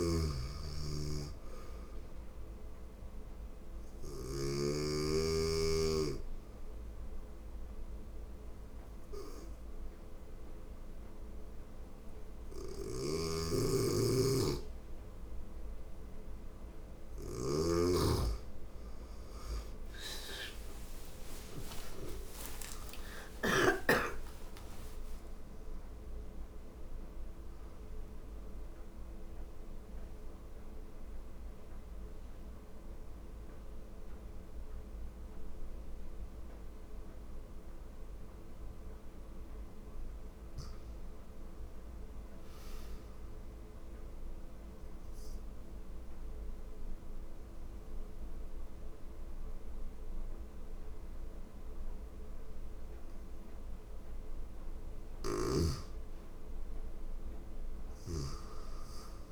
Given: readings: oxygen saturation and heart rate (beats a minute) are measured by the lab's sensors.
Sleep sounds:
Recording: breathing in sleep by a room microphone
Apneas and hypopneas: 3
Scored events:
0.00-4.00 s: snoring (device-marked)
2.50-15.50 s: hypopnea (oxygen 96% before, 89% lowest, heart rate 82 before, 81 extreme, up 32 after)
12.00-17.00 s: snoring (device-marked)
12.50-18.50 s: oxygen desaturation (device-marked, oxygen 96% before, 92% lowest, heart rate 82 before, 81 extreme)
17.50-21.50 s: arousal
28.50-40.00 s: mixed apnea (oxygen 96% before, 89% lowest, heart rate 94 before, 81 extreme, up 2 after)
29.50-40.50 s: oxygen desaturation (device-marked, oxygen 95% before, 89% lowest, heart rate 94 before, 81 extreme)
41.00-43.00 s: arousal
44.00-54.00 s: obstructive apnea (oxygen 99% before, 89% lowest, heart rate 91 before, 81 extreme, up 1 after)
51.50-58.50 s: oxygen desaturation (device-marked, oxygen 99% before, 93% lowest, heart rate 83 before, 81 extreme)
54.50-59.32 s: snoring (device-marked)
57.00-59.32 s: arousal
From the record:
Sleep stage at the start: N2 (light sleep)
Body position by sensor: on the right side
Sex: female

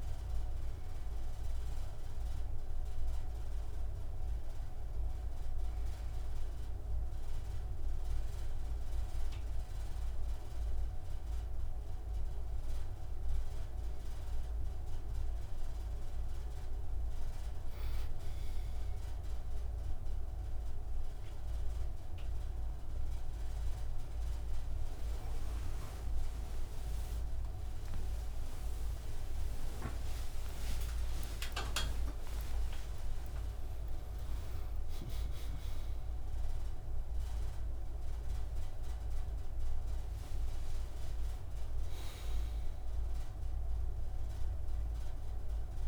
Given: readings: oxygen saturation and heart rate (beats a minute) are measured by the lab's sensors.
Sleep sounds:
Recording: a person awake in a sleep study, hard to hear, by a room microphone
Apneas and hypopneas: none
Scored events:
21.50-45.88 s: new sleep stage, awake
26.50-41.50 s: oxygen desaturation (device-marked, oxygen 97% before, 93% lowest)
From the record:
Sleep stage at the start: N2 (light sleep)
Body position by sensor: on the right side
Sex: male

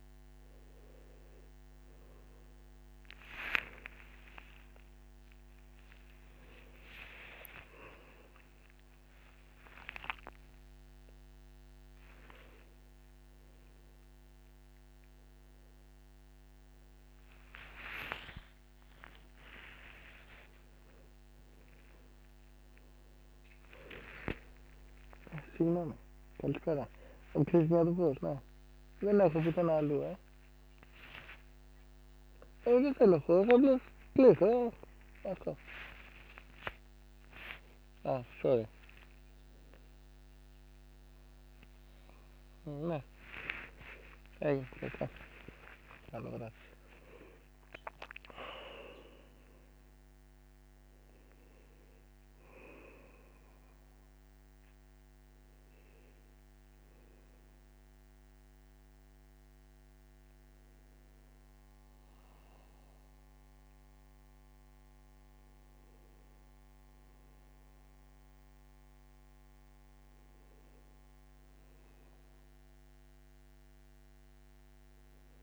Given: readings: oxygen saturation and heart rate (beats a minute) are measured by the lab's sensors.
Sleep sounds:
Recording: a person partly awake in a sleep study, by a microphone on the trachea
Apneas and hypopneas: none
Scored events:
4.50-6.50 s: long interval between heartbeats (device-marked, heart rate 63 before, 90 extreme)
6.00-36.00 s: new sleep stage, awake
7.50-9.50 s: long interval between heartbeats (device-marked, heart rate 70 before, 153 extreme)
19.50-21.50 s: long interval between heartbeats (device-marked, heart rate 102 before, 83 extreme)
28.50-34.00 s: snoring (device-marked)
29.00-31.00 s: long interval between heartbeats (device-marked, heart rate 96 before, 93 extreme)
32.00-34.00 s: long interval between heartbeats (device-marked, heart rate 87 before, 104 extreme)
35.00-37.00 s: long interval between heartbeats (device-marked, heart rate 87 before, 104 extreme)
36.00-75.43 s: new sleep stage, N1 (lightest sleep)
44.50-46.50 s: long interval between heartbeats (device-marked, heart rate 94 before, 79 extreme)
48.50-50.50 s: long interval between heartbeats (device-marked, heart rate 96 before, 128 extreme)
From the record:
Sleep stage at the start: N2 (light sleep)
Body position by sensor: on the back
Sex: male

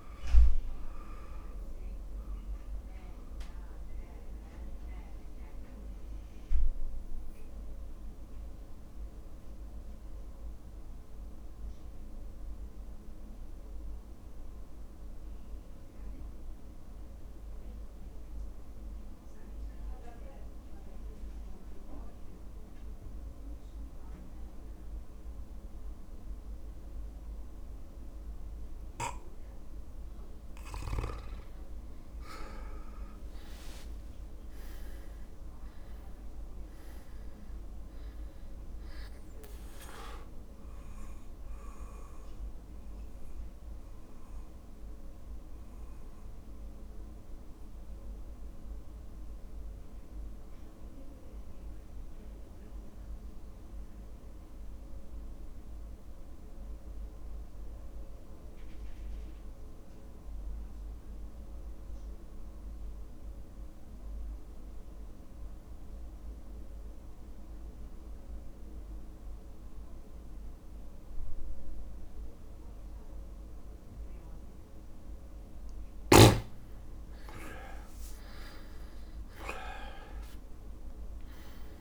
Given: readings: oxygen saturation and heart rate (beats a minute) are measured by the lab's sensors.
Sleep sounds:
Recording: breathing in sleep, hard to hear, by a room microphone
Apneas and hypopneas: 2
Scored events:
0.50-23.50 s: oxygen desaturation (device-marked, oxygen 99% before, 91% lowest, heart rate 52 before, 50 extreme)
2.00-29.50 s: obstructive apnea (oxygen 99% before, 90% lowest, heart rate 52 before, 50 extreme, up 2 after)
32.00-36.50 s: arousal
35.50-56.50 s: drop in pulse transit time (device-marked, heart rate 52 before, 51 extreme)
37.50-62.50 s: oxygen desaturation (device-marked, oxygen 99% before, 90% lowest, heart rate 52 before, 51 extreme)
42.00-74.50 s: mixed apnea (oxygen 99% before, 85% lowest, heart rate 52 before, 51 extreme, up 3 after)
76.50-81.81 s: oxygen desaturation (device-marked, oxygen 99% before, 85% lowest, heart rate 53 before, 51 extreme)
77.50-81.50 s: arousal
79.50-81.81 s: drop in pulse transit time (device-marked, heart rate 53 before, 51 extreme)
From the record:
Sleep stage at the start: REM sleep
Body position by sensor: on the back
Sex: male

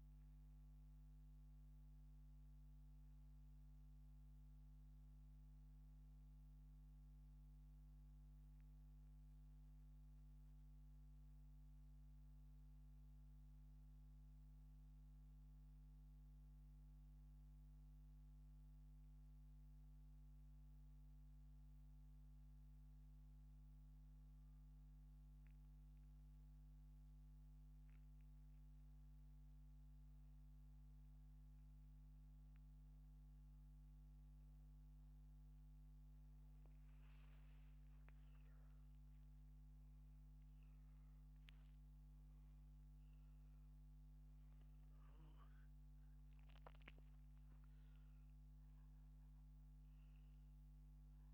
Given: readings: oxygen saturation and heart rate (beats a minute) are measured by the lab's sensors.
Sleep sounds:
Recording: a person partly awake in a sleep study, hard to hear, by a microphone on the trachea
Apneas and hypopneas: 1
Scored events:
5.00-51.34 s: new sleep stage, N1 (lightest sleep)
23.50-34.00 s: hypopnea (oxygen 97% before, 94% lowest, heart rate 81 before, 77 extreme, up 6 after)
38.00-43.50 s: arousal
From the record:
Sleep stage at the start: awake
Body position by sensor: upright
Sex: male

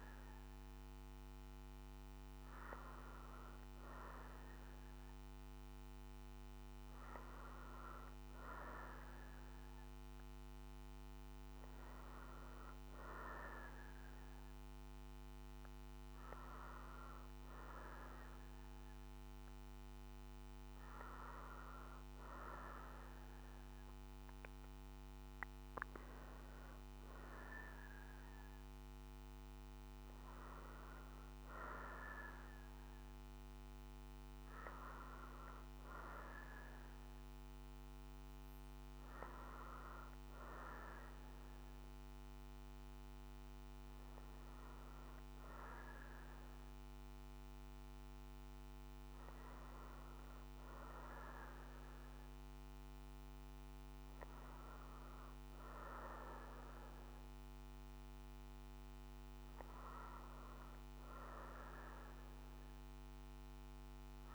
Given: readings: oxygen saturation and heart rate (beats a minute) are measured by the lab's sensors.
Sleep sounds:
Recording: breathing in sleep by a microphone on the trachea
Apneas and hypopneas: none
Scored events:
none scored
From the record:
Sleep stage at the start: N2 (light sleep)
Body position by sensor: on the right side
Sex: female

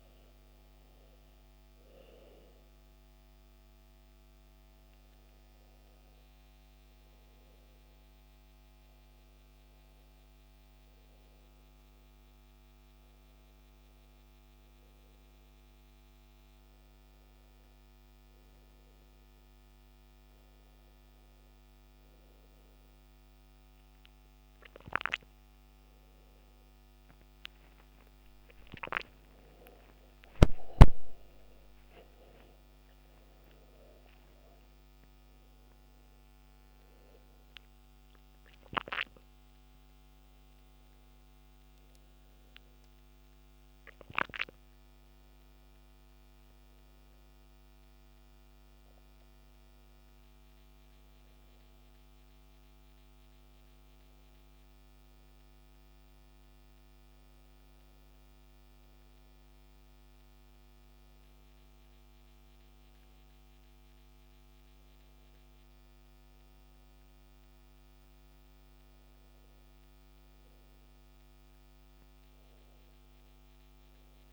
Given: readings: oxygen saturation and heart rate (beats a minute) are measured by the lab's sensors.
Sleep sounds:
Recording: a person partly awake in a sleep study, by a microphone on the trachea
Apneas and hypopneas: none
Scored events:
22.50-52.50 s: new sleep stage, awake
52.50-74.33 s: new sleep stage, N1 (lightest sleep)
From the record:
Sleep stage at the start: N2 (light sleep)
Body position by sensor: on the back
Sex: male

